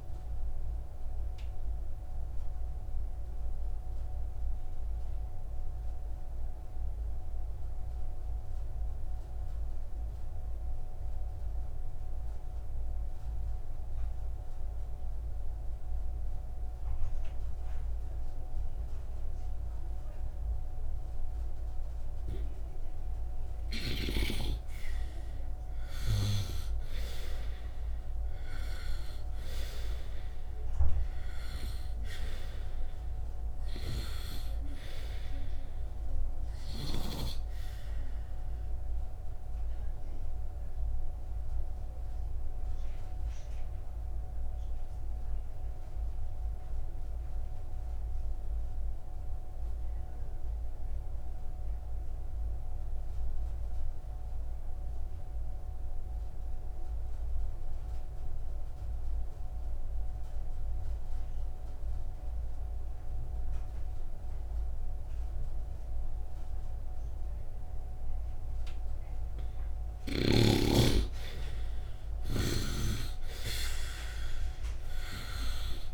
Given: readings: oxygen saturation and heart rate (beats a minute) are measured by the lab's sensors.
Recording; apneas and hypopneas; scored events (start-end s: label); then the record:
breathing in sleep by a room microphone; 2
0.00-16.00 s: oxygen desaturation (device-marked, oxygen 71% lowest, heart rate 58 extreme)
1.00-24.00 s: obstructive apnea (oxygen 96% before, 71% lowest, heart rate 64 before, 58 extreme, up 0 after)
23.00-57.00 s: oxygen desaturation (device-marked, oxygen 98% before, 76% lowest, heart rate 71 before, 52 extreme)
26.00-30.00 s: arousal
40.50-68.50 s: obstructive apnea (oxygen 98% before, 73% lowest, heart rate 63 before, 52 extreme, up 6 after)
63.00-75.94 s: oxygen desaturation (device-marked, oxygen 97% before, 73% lowest, heart rate 68 before, 52 extreme)
70.50-75.50 s: arousal
From the record:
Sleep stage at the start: N2 (light sleep); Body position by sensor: upright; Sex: male